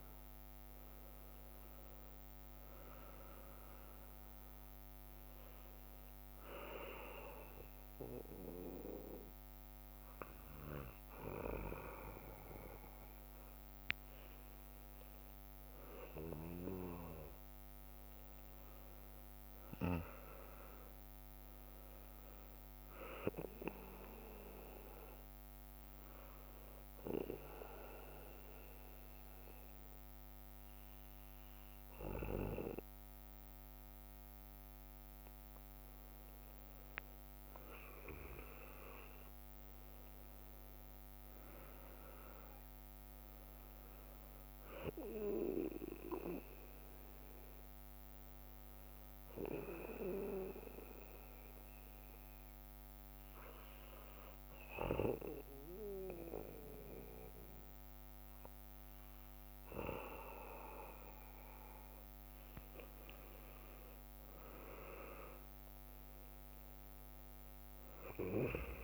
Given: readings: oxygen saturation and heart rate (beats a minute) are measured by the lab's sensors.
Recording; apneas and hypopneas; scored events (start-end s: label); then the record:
breathing in sleep by a microphone on the trachea; 3
0.00-3.50 s: arousal
2.00-8.50 s: leg movement (device-marked)
6.00-16.00 s: hypopnea (oxygen 97% before, 94% lowest, heart rate 63 before, 60 extreme, up 4 after)
12.00-16.00 s: leg movement (device-marked)
17.50-21.50 s: arousal
19.50-22.50 s: leg movement (device-marked)
25.00-28.50 s: leg movement (device-marked)
26.00-37.00 s: obstructive apnea (oxygen 97% before, 94% lowest, heart rate 64 before, 61 extreme, up 8 after)
31.00-34.50 s: leg movement (device-marked)
36.00-39.50 s: leg movement (device-marked)
38.00-42.50 s: arousal
40.50-43.00 s: leg movement (device-marked)
45.00-48.00 s: leg movement (device-marked)
49.00-61.50 s: hypopnea (oxygen 97% before, 94% lowest, heart rate 64 before, 62 extreme, up 6 after)
49.50-52.50 s: leg movement (device-marked)
54.50-57.50 s: leg movement (device-marked)
60.00-63.50 s: leg movement (device-marked)
64.00-68.00 s: arousal
64.00-68.84 s: new sleep stage, N1 (lightest sleep)
65.00-68.84 s: leg movement (device-marked)
From the record:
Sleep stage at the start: N2 (light sleep); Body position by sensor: on the back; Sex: male